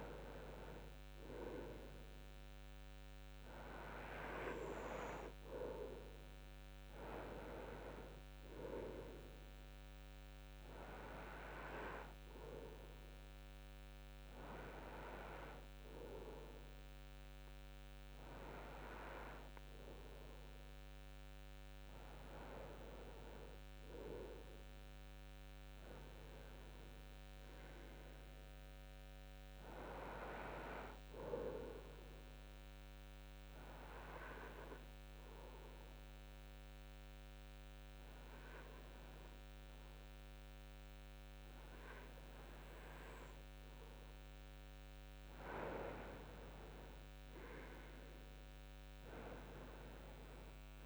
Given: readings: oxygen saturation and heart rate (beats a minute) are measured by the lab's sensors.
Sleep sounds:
breathing in sleep by a microphone on the trachea; 1
32.50-43.50 s: hypopnea (oxygen 94% before, 91% lowest, heart rate 75 before, 72 extreme, up 4 after)
46.00-49.50 s: arousal
From the record:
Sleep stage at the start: N2 (light sleep); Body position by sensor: on the back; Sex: male

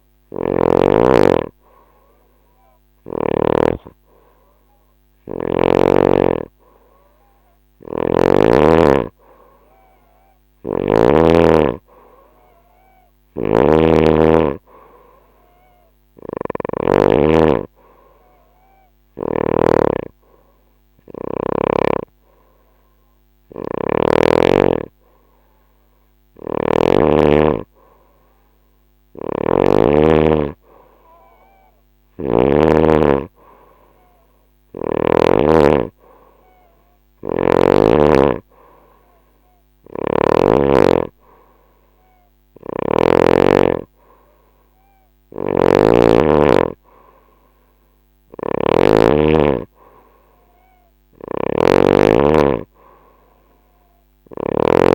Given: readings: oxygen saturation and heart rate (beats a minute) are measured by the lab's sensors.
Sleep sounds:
breathing in sleep by a microphone on the trachea; none
0.00-3.00 s: snoring (device-marked)
12.50-19.00 s: snoring (device-marked)
28.50-32.00 s: snoring (device-marked)
39.00-42.50 s: snoring (device-marked)
44.50-54.95 s: snoring (device-marked)
From the record:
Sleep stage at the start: N2 (light sleep); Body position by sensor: on the right side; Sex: female

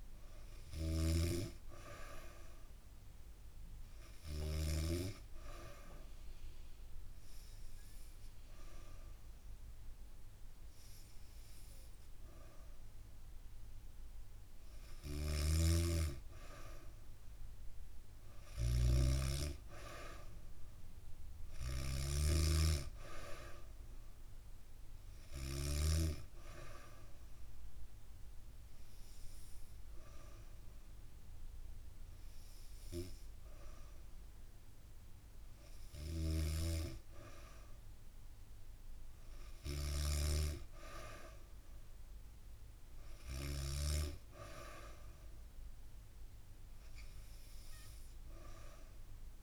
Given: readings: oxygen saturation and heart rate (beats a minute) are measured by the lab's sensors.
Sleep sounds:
breathing in sleep by a room microphone; 1
0.00-4.50 s: snoring (device-marked)
5.50-15.50 s: obstructive apnea (oxygen 95% before, 92% lowest, heart rate 70 before, 67 extreme, up 5 after)
14.50-25.50 s: snoring (device-marked)
19.50-22.50 s: arousal
35.50-43.50 s: snoring (device-marked)
From the record:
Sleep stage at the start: N2 (light sleep); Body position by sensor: on the back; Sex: female

